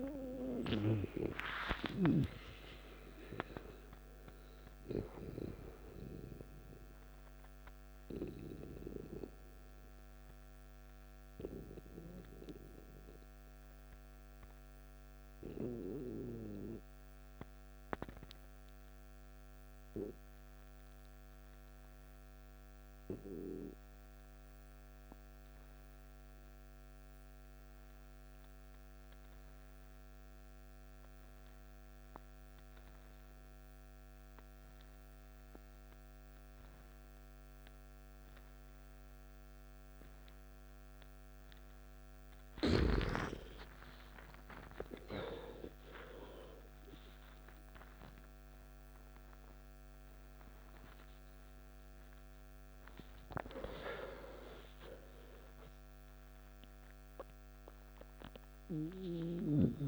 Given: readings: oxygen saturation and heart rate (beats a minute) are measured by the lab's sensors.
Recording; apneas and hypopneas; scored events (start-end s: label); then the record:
breathing in sleep by a microphone on the trachea; 1
0.00-13.00 s: oxygen desaturation (device-marked, oxygen 88% lowest, heart rate 52 extreme)
9.00-42.00 s: obstructive apnea (oxygen 96% before, 87% lowest, heart rate 67 before, 52 extreme, up 16 after)
34.00-59.87 s: oxygen desaturation (device-marked, oxygen 98% before, 87% lowest, heart rate 54 before, 54 extreme)
43.00-48.50 s: arousal
43.00-59.87 s: new sleep stage, N1 (lightest sleep)
From the record:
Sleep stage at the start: N2 (light sleep); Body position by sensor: on the back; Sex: male